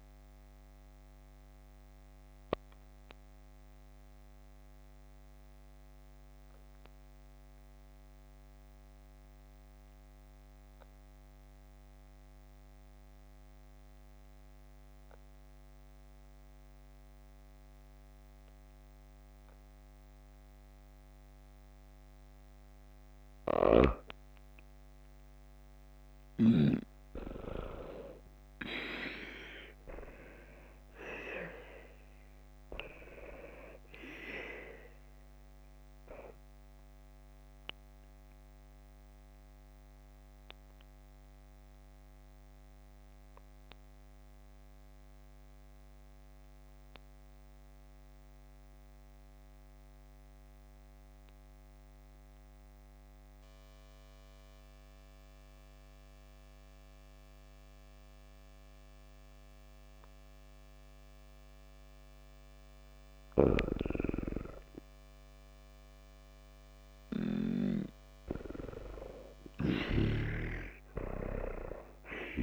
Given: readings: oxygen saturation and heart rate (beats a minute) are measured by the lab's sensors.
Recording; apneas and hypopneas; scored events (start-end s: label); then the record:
breathing in sleep by a microphone on the trachea; 2
1.00-15.00 s: oxygen desaturation (device-marked, oxygen 94% before, 86% lowest, heart rate 55 before, 51 extreme)
1.50-22.50 s: obstructive apnea (oxygen 94% before, 86% lowest, heart rate 55 before, 51 extreme, up 6 after)
25.00-28.50 s: arousal
37.50-62.00 s: obstructive apnea (oxygen 95% before, 87% lowest, heart rate 56 before, 52 extreme, up 12 after)
65.50-70.00 s: arousal
67.00-72.43 s: oxygen desaturation (device-marked, oxygen 95% before, 87% lowest, heart rate 56 before, 52 extreme)
From the record:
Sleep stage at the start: N2 (light sleep); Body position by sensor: on the back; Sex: female